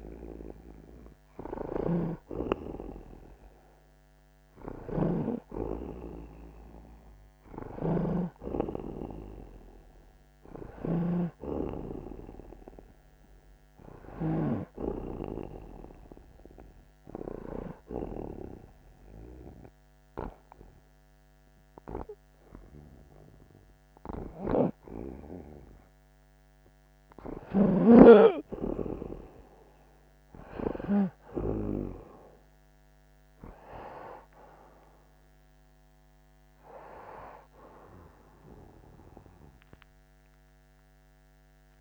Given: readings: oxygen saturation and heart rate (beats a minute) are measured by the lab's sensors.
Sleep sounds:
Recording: breathing in sleep by a microphone on the trachea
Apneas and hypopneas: 1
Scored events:
0.00-15.00 s: snoring (device-marked)
10.00-14.50 s: arousal
17.00-27.50 s: hypopnea (oxygen 91% before, 88% lowest)
35.50-40.50 s: arousal
37.00-41.81 s: oxygen desaturation (device-marked, oxygen 91% before, 88% lowest)
From the record:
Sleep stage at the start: N1 (lightest sleep)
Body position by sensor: on the back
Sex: male

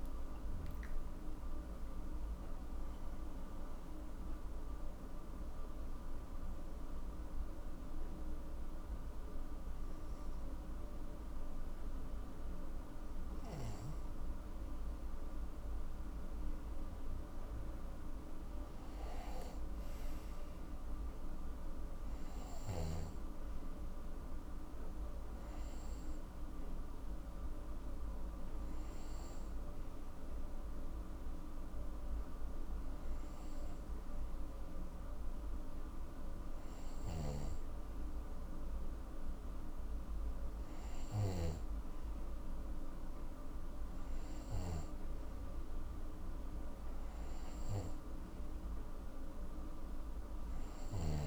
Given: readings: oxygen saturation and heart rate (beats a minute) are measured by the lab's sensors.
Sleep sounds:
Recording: breathing in sleep, hard to hear, by a room microphone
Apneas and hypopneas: 1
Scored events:
2.50-16.00 s: hypopnea (oxygen 95% before, 94% lowest, heart rate 65 before, 46 extreme, up 10 after)
19.00-22.50 s: arousal
28.50-37.50 s: oxygen desaturation (device-marked, oxygen 97% before, 94% lowest, heart rate 51 before, 47 extreme)
From the record:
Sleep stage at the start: N2 (light sleep)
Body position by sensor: on the right side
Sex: male

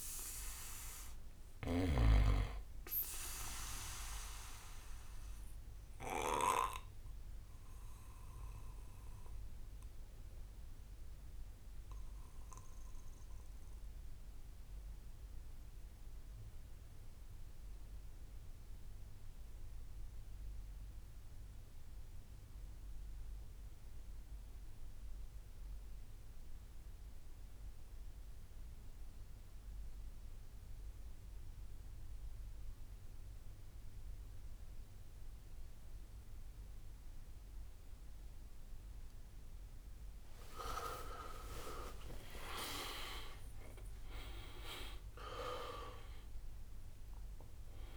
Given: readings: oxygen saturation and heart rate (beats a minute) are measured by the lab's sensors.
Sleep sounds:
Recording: breathing in sleep by a room microphone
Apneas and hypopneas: 1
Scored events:
0.00-3.50 s: drop in pulse transit time (device-marked, heart rate 62 extreme)
0.00-12.50 s: oxygen desaturation (device-marked, oxygen 86% lowest, heart rate 53 extreme)
2.50-17.50 s: bradycardia (device-marked, heart rate 65 before, 53 extreme)
5.50-39.00 s: obstructive apnea (oxygen 99% before, 81% lowest, heart rate 65 before, 53 extreme, up 51 after)
27.50-30.50 s: bradycardia (device-marked, heart rate 65 before, 60 extreme)
29.50-47.97 s: oxygen desaturation (device-marked, oxygen 99% before, 81% lowest, heart rate 58 before, 56 extreme)
31.50-36.50 s: bradycardia (device-marked, heart rate 64 before, 58 extreme)
40.00-42.00 s: long interval between heartbeats (device-marked, heart rate 60 before, 67 extreme)
40.50-44.50 s: tachycardia (device-marked, heart rate 64 before, 104 extreme)
41.50-47.97 s: arousal
42.50-44.50 s: long interval between heartbeats (device-marked, heart rate 62 before, 100 extreme)
44.50-47.97 s: drop in pulse transit time (device-marked, heart rate 66 before, 58 extreme)
From the record:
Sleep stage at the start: N2 (light sleep)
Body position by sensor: on the back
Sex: male

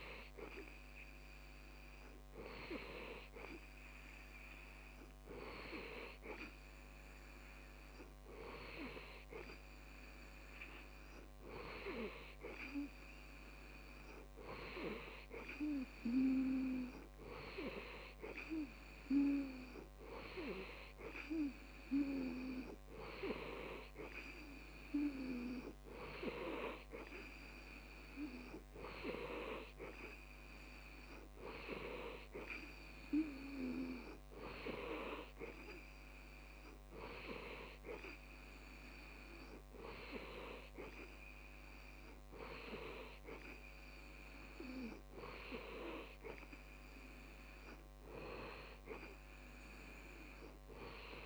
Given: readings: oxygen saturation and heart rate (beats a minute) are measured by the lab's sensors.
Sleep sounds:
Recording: breathing in sleep by a microphone on the trachea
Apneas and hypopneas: none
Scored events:
none scored
From the record:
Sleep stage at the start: N2 (light sleep)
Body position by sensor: on the back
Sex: male

